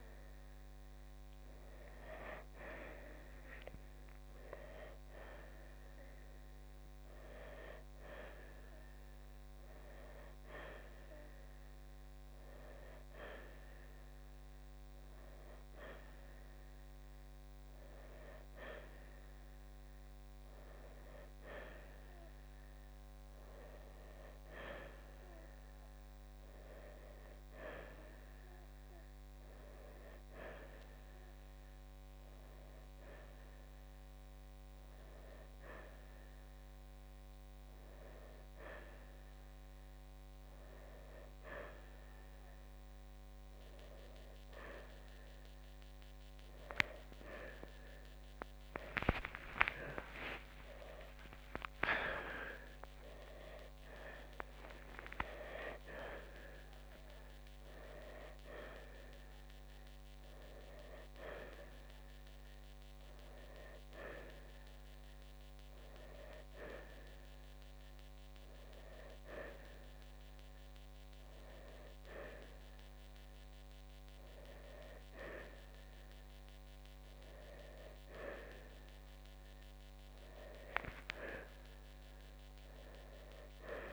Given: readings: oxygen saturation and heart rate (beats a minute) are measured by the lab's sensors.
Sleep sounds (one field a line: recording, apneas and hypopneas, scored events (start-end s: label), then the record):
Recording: breathing in sleep by a microphone on the trachea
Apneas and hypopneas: none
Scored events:
49.50-55.50 s: arousal
81.50-83.93 s: arousal
From the record:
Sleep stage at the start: N1 (lightest sleep)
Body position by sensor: on the right side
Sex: male